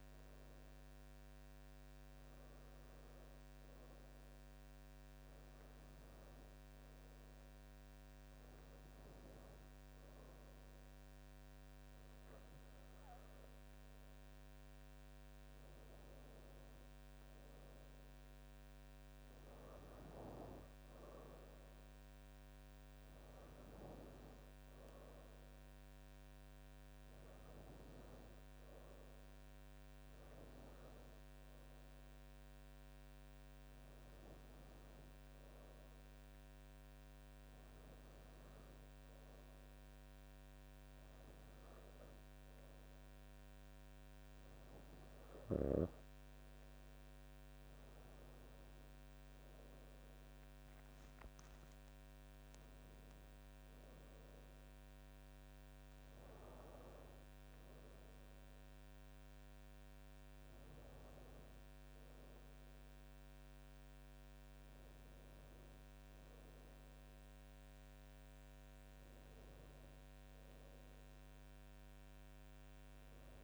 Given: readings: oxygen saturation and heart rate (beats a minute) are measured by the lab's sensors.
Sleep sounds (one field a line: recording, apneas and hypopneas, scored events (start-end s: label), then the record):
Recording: breathing in sleep, hard to hear, by a microphone on the trachea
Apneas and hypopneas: 2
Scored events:
3.00-16.00 s: hypopnea (oxygen 97% before, 94% lowest, heart rate 67 before, 69 extreme, up 2 after)
17.50-21.00 s: arousal
32.00-46.50 s: hypopnea (oxygen 96% before, 94% lowest, heart rate 70 before, 68 extreme, up 6 after)
48.50-52.50 s: arousal
54.00-73.44 s: new sleep stage, N1 (lightest sleep)
From the record:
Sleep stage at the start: N2 (light sleep)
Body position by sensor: on the back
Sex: female